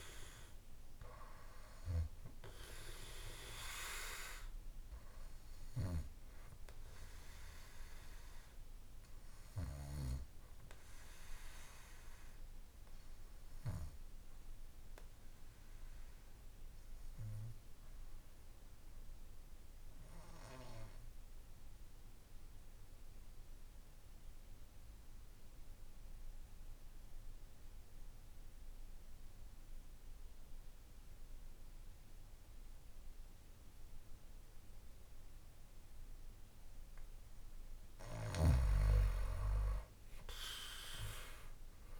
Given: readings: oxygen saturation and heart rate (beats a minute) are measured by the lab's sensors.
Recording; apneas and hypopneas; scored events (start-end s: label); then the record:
breathing in sleep by a room microphone; 1
2.00-35.50 s: obstructive apnea (oxygen 97% before, 90% lowest, heart rate 59 before, 54 extreme, up 5 after)
6.00-31.00 s: oxygen desaturation (device-marked, oxygen 97% before, 90% lowest, heart rate 59 before, 56 extreme)
41.00-42.00 s: arousal
From the record:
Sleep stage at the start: N2 (light sleep); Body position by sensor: on the back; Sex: male